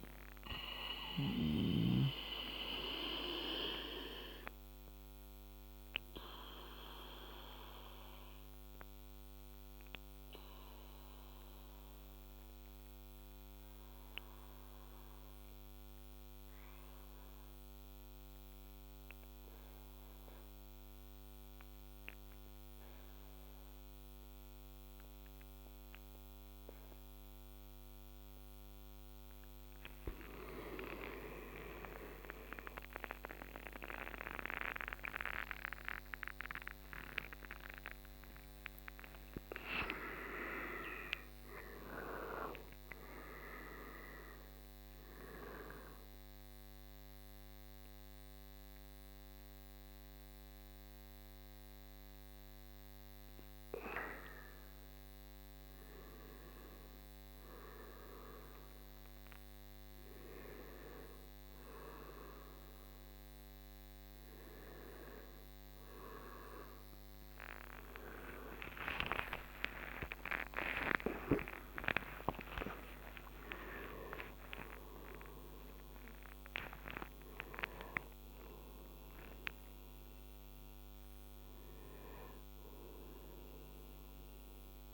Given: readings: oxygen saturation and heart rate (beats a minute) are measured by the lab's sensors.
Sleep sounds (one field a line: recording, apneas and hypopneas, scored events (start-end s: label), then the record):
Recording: breathing in sleep by a microphone on the trachea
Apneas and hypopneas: 1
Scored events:
0.00-1.00 s: long interval between heartbeats (device-marked, heart rate 74 extreme)
0.00-11.00 s: oxygen desaturation (device-marked, oxygen 91% lowest, heart rate 62 extreme)
4.50-28.50 s: obstructive apnea (oxygen 99% before, 82% lowest, heart rate 76 before, 59 extreme, up 2 after)
18.00-29.00 s: oxygen desaturation (device-marked, oxygen 92% before, 86% lowest, heart rate 72 before, 59 extreme)
31.00-33.00 s: long interval between heartbeats (device-marked, heart rate 70 before, 66 extreme)
31.00-35.00 s: arousal
40.00-84.94 s: new sleep stage, N1 (lightest sleep)
46.00-61.00 s: oxygen desaturation (device-marked, oxygen 99% before, 82% lowest, heart rate 75 before, 76 extreme)
66.50-68.50 s: long interval between heartbeats (device-marked, heart rate 87 before, 87 extreme)
67.50-72.00 s: arousal
70.50-72.50 s: long interval between heartbeats (device-marked, heart rate 88 before, 128 extreme)
73.00-75.00 s: long interval between heartbeats (device-marked, heart rate 95 before, 127 extreme)
75.00-83.00 s: oxygen desaturation (device-marked, oxygen 100% before, 96% lowest, heart rate 99 before, 82 extreme)
78.50-80.50 s: long interval between heartbeats (device-marked, heart rate 102 before, 106 extreme)
From the record:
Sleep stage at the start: N2 (light sleep)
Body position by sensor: on the back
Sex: male